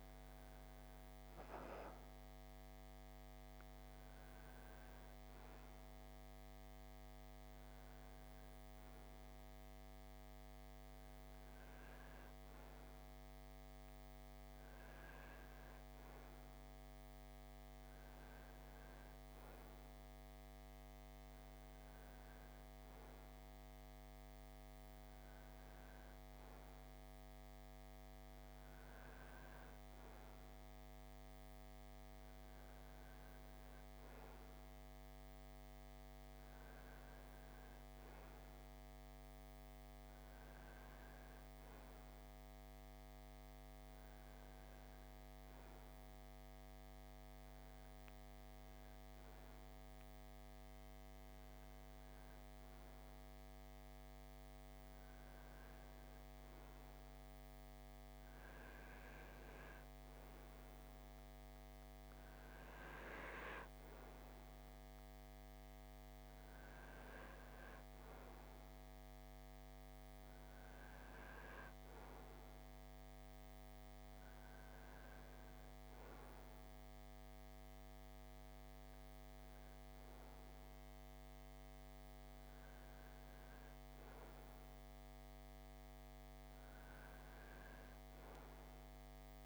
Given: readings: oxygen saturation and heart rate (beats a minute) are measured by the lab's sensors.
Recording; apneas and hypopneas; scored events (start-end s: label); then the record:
breathing in sleep, hard to hear, by a microphone on the trachea; none
none scored
From the record:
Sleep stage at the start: REM sleep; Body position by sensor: on the right side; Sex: male